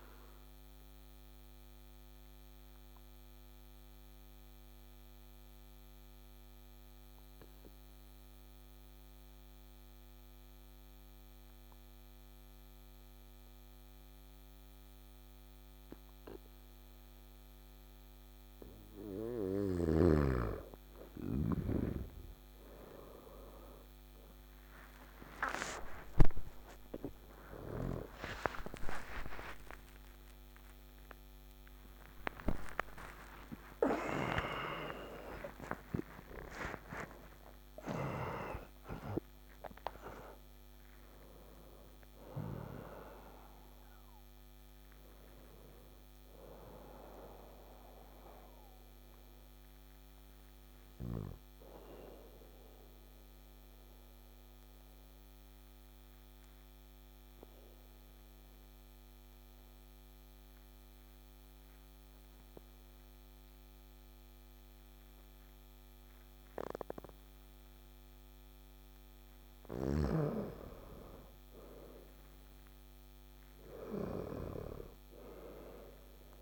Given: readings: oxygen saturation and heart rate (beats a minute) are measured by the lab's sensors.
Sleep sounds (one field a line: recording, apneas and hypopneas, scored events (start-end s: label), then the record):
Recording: breathing in sleep by a microphone on the trachea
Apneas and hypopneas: 2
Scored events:
1.50-18.00 s: obstructive apnea (oxygen 99% before, 92% lowest, heart rate 58 before, 57 extreme, up 31 after)
20.00-24.50 s: arousal
22.50-40.50 s: oxygen desaturation (device-marked, oxygen 97% before, 92% lowest, heart rate 59 before, 52 extreme)
23.50-53.50 s: new sleep stage, N1 (lightest sleep)
50.00-68.50 s: obstructive apnea (oxygen 97% before, 92% lowest, heart rate 113 before, 52 extreme, up 8 after)
53.50-76.42 s: new sleep stage, N2 (light sleep)
70.50-74.50 s: arousal
71.50-76.42 s: oxygen desaturation (device-marked, oxygen 100% before, 92% lowest, heart rate 54 before, 52 extreme)
From the record:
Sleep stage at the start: N2 (light sleep)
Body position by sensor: on the back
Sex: male